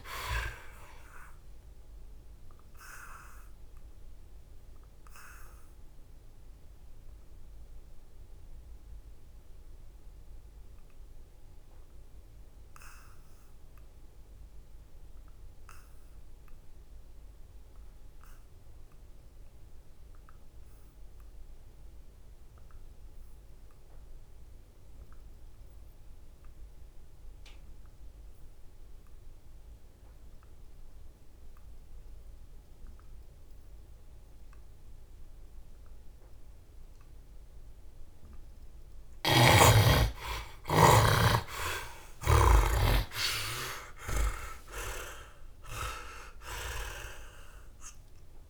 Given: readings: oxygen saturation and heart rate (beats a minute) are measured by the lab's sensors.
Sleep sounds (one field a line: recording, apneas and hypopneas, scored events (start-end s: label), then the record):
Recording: breathing in sleep by a room microphone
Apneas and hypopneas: 1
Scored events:
0.00-22.00 s: oxygen desaturation (device-marked, oxygen 54% lowest, heart rate 67 extreme)
2.50-37.00 s: obstructive apnea (oxygen 91% before, 52% lowest, heart rate 78 before, 65 extreme, up 17 after)
30.00-48.50 s: oxygen desaturation (device-marked, oxygen 88% before, 52% lowest, heart rate 71 before, 63 extreme)
38.50-42.00 s: snoring (device-marked)
40.50-45.00 s: arousal
From the record:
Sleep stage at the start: N2 (light sleep)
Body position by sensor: on the back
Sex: male